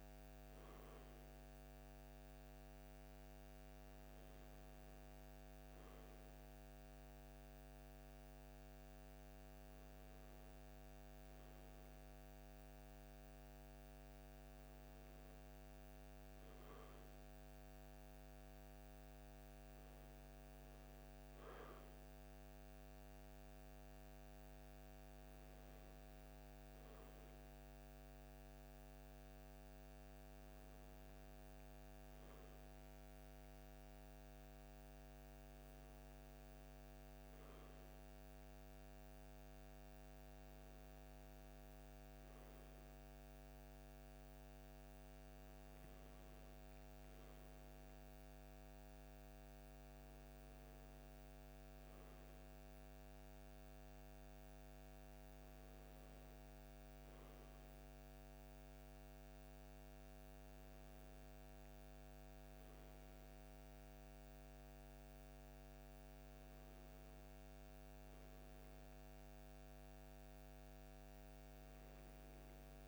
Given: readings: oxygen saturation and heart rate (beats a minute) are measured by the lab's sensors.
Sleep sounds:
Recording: breathing in sleep, hard to hear, by a microphone on the trachea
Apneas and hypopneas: none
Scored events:
none scored
From the record:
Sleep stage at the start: N2 (light sleep)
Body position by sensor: on the left side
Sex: male

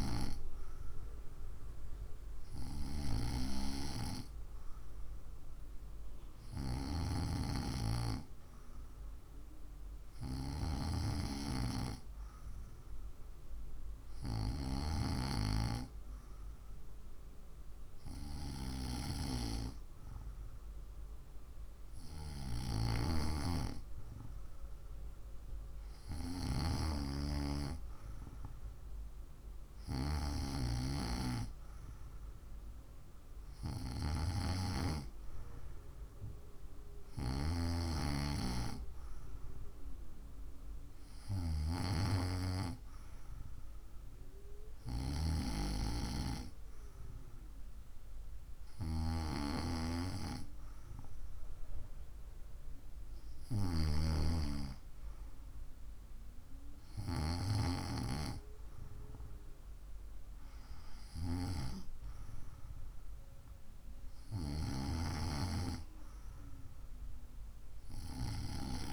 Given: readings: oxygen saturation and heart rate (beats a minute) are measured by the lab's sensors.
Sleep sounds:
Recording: breathing in sleep by a room microphone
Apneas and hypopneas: none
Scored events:
none scored
From the record:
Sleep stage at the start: N2 (light sleep)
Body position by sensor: on the right side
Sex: female

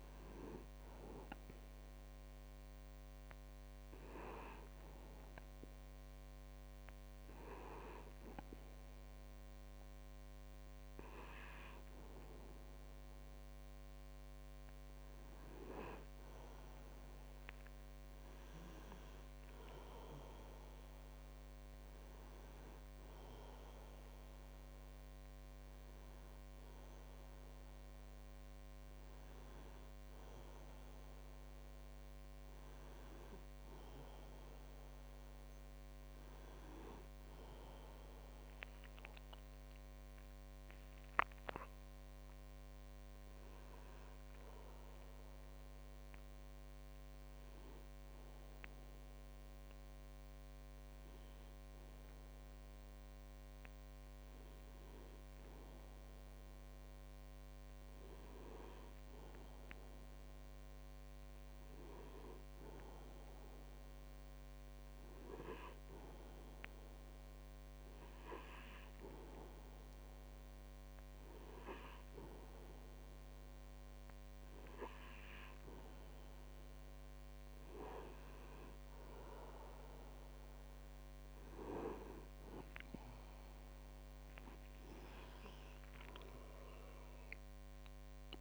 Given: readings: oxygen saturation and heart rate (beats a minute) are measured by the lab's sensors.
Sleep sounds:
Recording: breathing in sleep by a microphone on the trachea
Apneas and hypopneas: 2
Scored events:
4.00-15.50 s: hypopnea (oxygen 98% before, 97% lowest, heart rate 47 before, 45 extreme, up 17 after)
17.50-22.50 s: arousal
43.50-88.41 s: new sleep stage, N1 (lightest sleep)
48.00-74.00 s: hypopnea (oxygen 98% before, 96% lowest, heart rate 52 before, 42 extreme, up 12 after)
79.50-85.00 s: arousal
From the record:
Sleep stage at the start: N2 (light sleep)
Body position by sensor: on the back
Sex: male

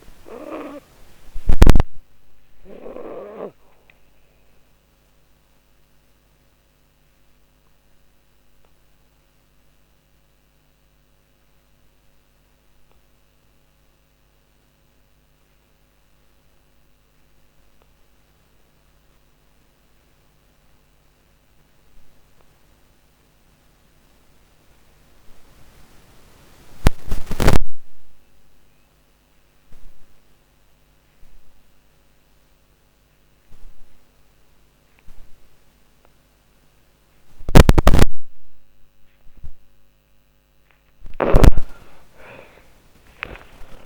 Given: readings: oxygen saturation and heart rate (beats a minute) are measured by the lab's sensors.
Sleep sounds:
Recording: breathing in sleep by a microphone on the trachea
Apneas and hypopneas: 1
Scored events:
0.00-16.50 s: oxygen desaturation (device-marked, oxygen 74% lowest)
0.50-37.00 s: obstructive apnea (oxygen 95% before, 73% lowest)
27.50-43.86 s: oxygen desaturation (device-marked, oxygen 98% before, 73% lowest, heart rate 47 before, 47 extreme)
39.50-43.00 s: snoring (device-marked)
40.50-43.86 s: arousal
From the record:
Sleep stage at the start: N2 (light sleep)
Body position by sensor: on the back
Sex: female

